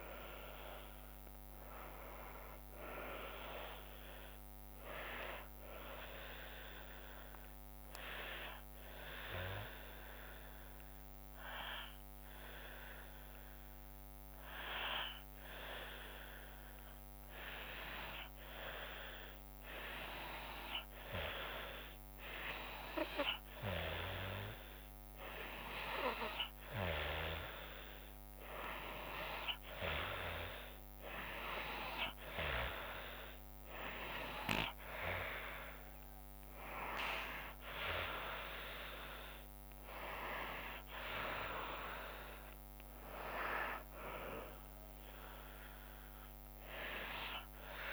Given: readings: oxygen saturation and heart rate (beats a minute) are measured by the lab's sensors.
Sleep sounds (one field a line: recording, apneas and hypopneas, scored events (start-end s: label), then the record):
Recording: breathing in sleep by a microphone on the trachea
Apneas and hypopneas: 1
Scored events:
0.00-2.50 s: arousal
0.00-16.50 s: oxygen desaturation (device-marked, oxygen 91% lowest, heart rate 57 extreme)
8.50-21.50 s: hypopnea (oxygen 95% before, 91% lowest, heart rate 73 before, 61 extreme, up 9 after)
27.00-31.50 s: arousal
27.50-47.92 s: oxygen desaturation (device-marked, oxygen 97% before, 91% lowest, heart rate 64 before, 64 extreme)
From the record:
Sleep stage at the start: N2 (light sleep)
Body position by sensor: on the back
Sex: female